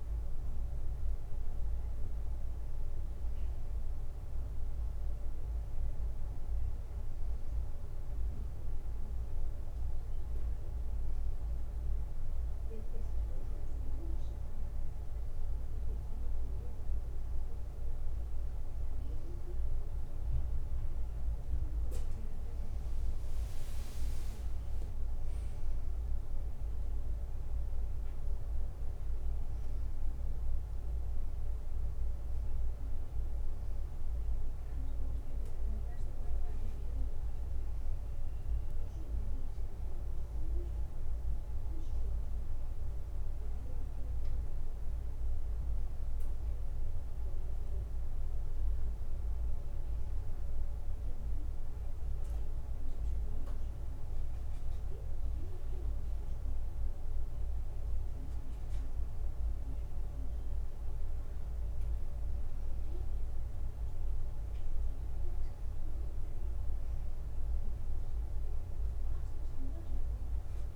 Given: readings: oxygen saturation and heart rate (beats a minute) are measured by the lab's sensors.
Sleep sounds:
a person awake in a sleep study, hard to hear, by a room microphone; none
none scored
From the record:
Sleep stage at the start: awake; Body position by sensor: on the back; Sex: male

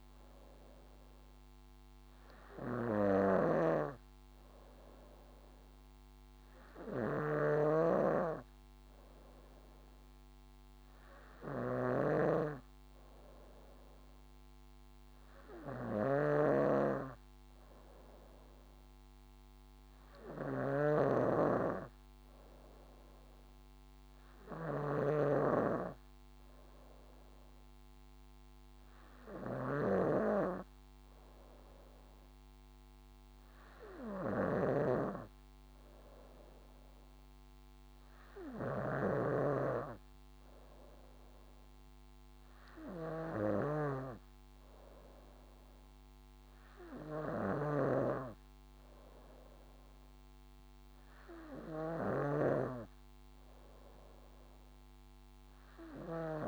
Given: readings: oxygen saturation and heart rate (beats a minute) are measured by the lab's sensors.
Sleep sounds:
breathing in sleep by a microphone on the trachea; none
0.00-39.50 s: snoring (device-marked)
47.50-56.48 s: snoring (device-marked)
From the record:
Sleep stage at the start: N3 (deep sleep); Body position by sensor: on the back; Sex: female

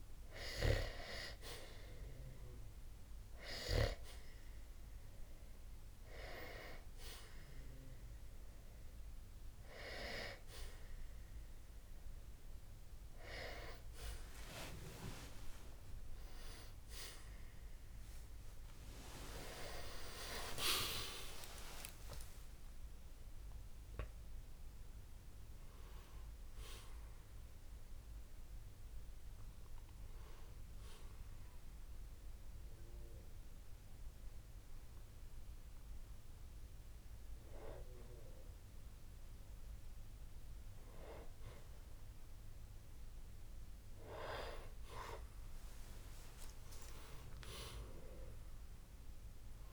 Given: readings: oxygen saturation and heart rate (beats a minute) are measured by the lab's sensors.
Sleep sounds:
breathing in sleep by a room microphone; 1
0.00-10.00 s: oxygen desaturation (device-marked, oxygen 92% lowest, heart rate 60 extreme)
14.50-19.50 s: arousal
30.00-41.00 s: hypopnea (oxygen 94% before, 94% lowest, heart rate 87 before, 60 extreme, up 18 after)
44.00-48.50 s: arousal
From the record:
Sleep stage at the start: N2 (light sleep); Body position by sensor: on the back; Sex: male

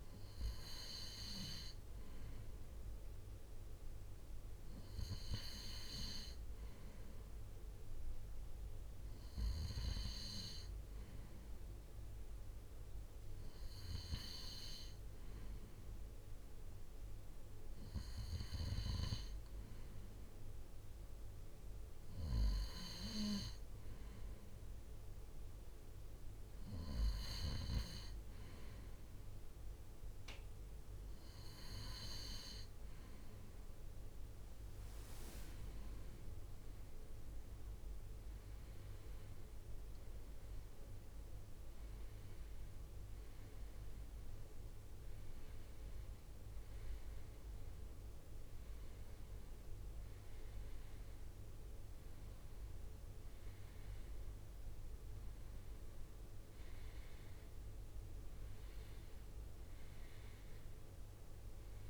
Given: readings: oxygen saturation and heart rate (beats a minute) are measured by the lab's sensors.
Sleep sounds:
breathing in sleep by a room microphone; none
34.50-37.00 s: leg movement (device-marked)
35.00-40.00 s: arousal
36.50-52.50 s: drop in pulse transit time (device-marked, heart rate 68 before, 73 extreme)
53.50-61.90 s: new sleep stage, N1 (lightest sleep)
From the record:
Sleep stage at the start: N2 (light sleep); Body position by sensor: on the right side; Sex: male

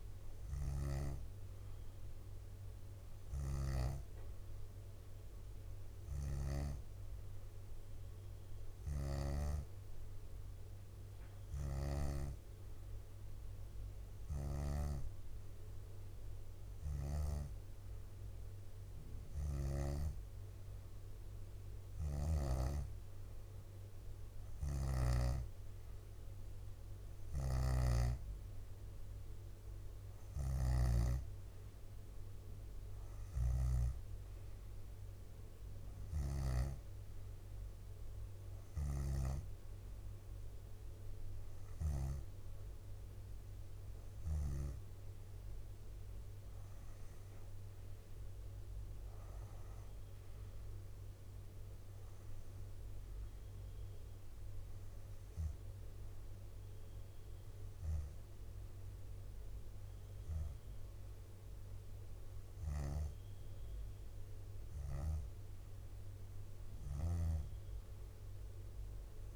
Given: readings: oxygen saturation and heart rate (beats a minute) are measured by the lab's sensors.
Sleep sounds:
breathing in sleep by a room microphone; none
0.00-2.00 s: leg movement (device-marked)
6.00-9.50 s: snoring (device-marked)
11.50-15.00 s: snoring (device-marked)
21.50-23.50 s: bradycardia (device-marked, heart rate 68 before, 61 extreme)
24.50-26.50 s: bradycardia (device-marked, heart rate 68 before, 59 extreme)
24.50-36.50 s: snoring (device-marked)
31.50-41.50 s: drop in pulse transit time (device-marked, heart rate 62 before, 61 extreme)
65.50-67.50 s: bradycardia (device-marked, heart rate 67 before, 61 extreme)
From the record:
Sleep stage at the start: N2 (light sleep); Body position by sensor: on the back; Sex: female

